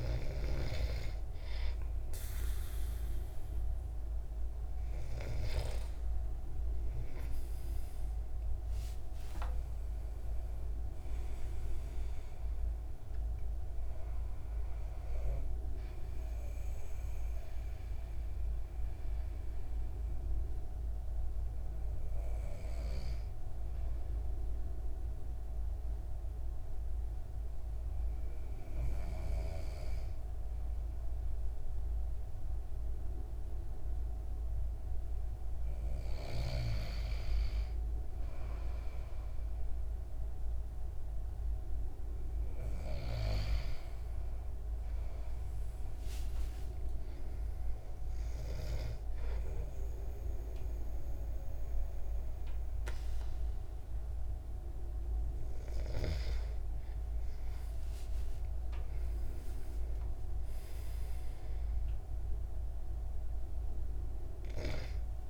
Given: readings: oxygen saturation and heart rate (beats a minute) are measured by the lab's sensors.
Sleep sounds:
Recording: breathing in sleep by a room microphone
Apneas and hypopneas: 1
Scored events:
8.50-12.50 s: arousal
17.00-35.00 s: hypopnea (oxygen 96% before, 94% lowest, heart rate 82 before, 59 extreme, up 5 after)
43.50-48.00 s: arousal
From the record:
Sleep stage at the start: N2 (light sleep)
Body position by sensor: on the back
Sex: male

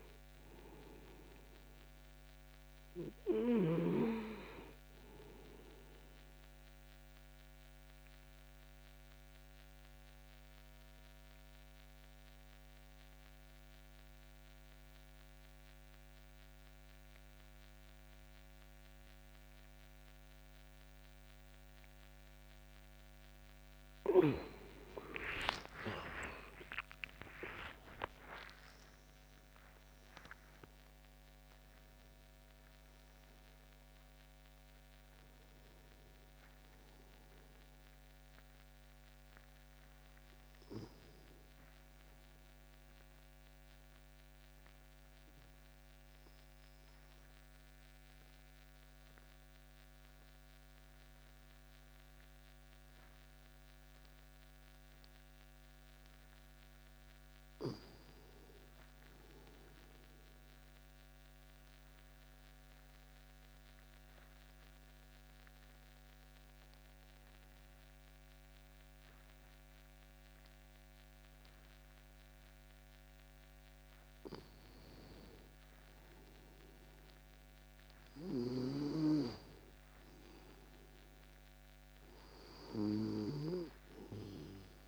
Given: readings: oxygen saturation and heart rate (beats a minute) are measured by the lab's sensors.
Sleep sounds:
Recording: breathing in sleep by a microphone on the trachea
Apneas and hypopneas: 2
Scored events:
6.00-23.00 s: obstructive apnea (oxygen 98% before, 92% lowest)
24.00-27.50 s: arousal
27.00-53.00 s: oxygen desaturation (device-marked, oxygen 97% before, 92% lowest)
54.00-57.00 s: arousal
59.50-74.00 s: obstructive apnea (oxygen 99% before, 93% lowest)
76.00-80.00 s: arousal
From the record:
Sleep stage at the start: N2 (light sleep)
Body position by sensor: on the back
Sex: male

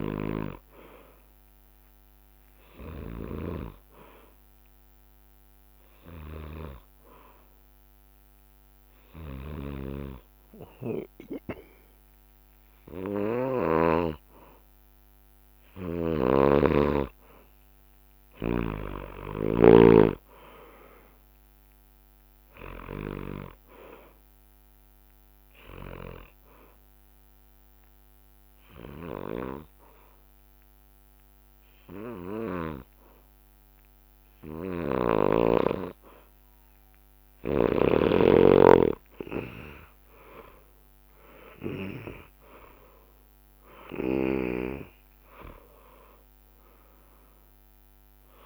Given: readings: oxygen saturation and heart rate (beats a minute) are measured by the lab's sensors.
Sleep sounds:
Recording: breathing in sleep by a microphone on the trachea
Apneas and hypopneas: 2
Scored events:
0.00-1.00 s: arousal
4.00-15.00 s: hypopnea (oxygen 95% before, 91% lowest, heart rate 64 before, 59 extreme, up 12 after)
17.00-19.00 s: long interval between heartbeats (device-marked, heart rate 66 before, 66 extreme)
17.50-21.50 s: arousal
19.50-31.50 s: drop in pulse transit time (device-marked, heart rate 66 before, 59 extreme)
25.50-27.50 s: bradycardia (device-marked, heart rate 66 before, 63 extreme)
26.50-36.50 s: obstructive apnea (oxygen 95% before, 91% lowest, heart rate 66 before, 58 extreme, up 13 after)
40.50-44.50 s: arousal
41.50-48.46 s: drop in pulse transit time (device-marked, heart rate 63 before, 67 extreme)
From the record:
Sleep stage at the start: N2 (light sleep)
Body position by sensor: on the back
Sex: male

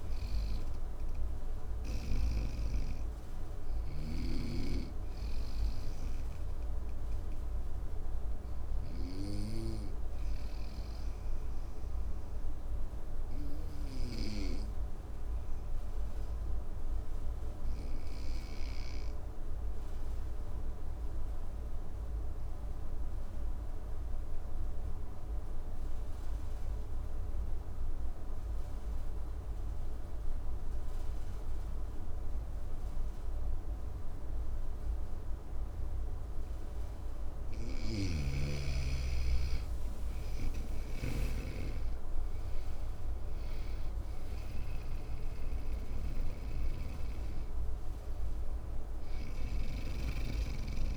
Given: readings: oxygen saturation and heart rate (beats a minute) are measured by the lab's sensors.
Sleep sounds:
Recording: breathing in sleep by a room microphone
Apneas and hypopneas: 1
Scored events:
0.00-4.00 s: snoring (device-marked)
6.00-35.00 s: obstructive apnea (oxygen 99% before, 91% lowest, heart rate 62 before, 55 extreme, up 7 after)
29.00-50.97 s: oxygen desaturation (device-marked, oxygen 99% before, 91% lowest, heart rate 56 before, 53 extreme)
37.00-50.97 s: snoring (device-marked)
38.50-42.50 s: arousal
From the record:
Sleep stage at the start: N2 (light sleep)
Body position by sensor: on the right side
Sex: male

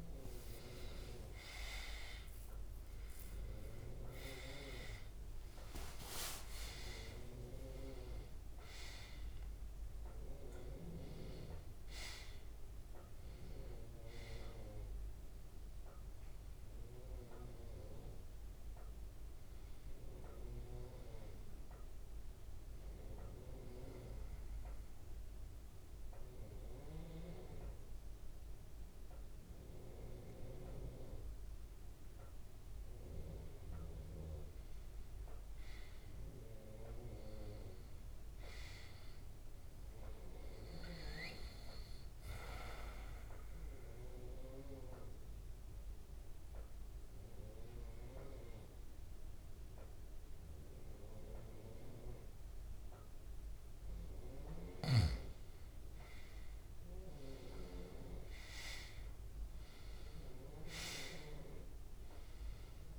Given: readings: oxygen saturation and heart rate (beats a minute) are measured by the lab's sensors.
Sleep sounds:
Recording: breathing in sleep by a room microphone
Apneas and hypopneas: 2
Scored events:
2.00-9.00 s: arousal
12.00-33.00 s: oxygen desaturation (device-marked, oxygen 98% before, 91% lowest, heart rate 97 before, 68 extreme)
23.00-34.00 s: central apnea (oxygen 98% before, 91% lowest, heart rate 99 before, 68 extreme, up 5 after)
28.00-62.98 s: new sleep stage, N2 (light sleep)
36.00-39.00 s: arousal
43.00-54.00 s: obstructive apnea (oxygen 98% before, 91% lowest, heart rate 71 before, 67 extreme, up 5 after)
50.00-61.00 s: oxygen desaturation (device-marked, oxygen 98% before, 94% lowest, heart rate 70 before, 67 extreme)
56.50-60.00 s: arousal
From the record:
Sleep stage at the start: N1 (lightest sleep)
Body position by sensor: on the back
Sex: male

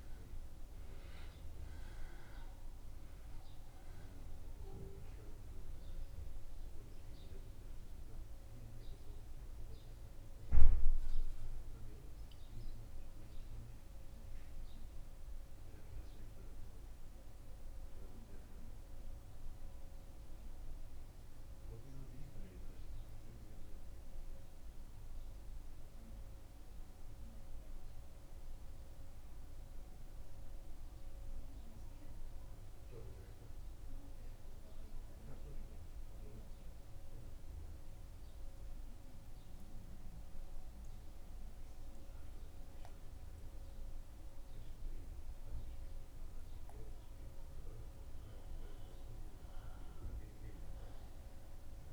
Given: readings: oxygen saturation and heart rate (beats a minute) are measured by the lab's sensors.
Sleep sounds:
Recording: breathing in sleep, hard to hear, by a room microphone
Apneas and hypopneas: 1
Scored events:
11.00-46.50 s: central apnea (oxygen 95% before, 92% lowest, heart rate 77 before, 72 extreme, up 4 after)
46.50-51.50 s: arousal
From the record:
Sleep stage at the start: N2 (light sleep)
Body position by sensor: on the back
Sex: male

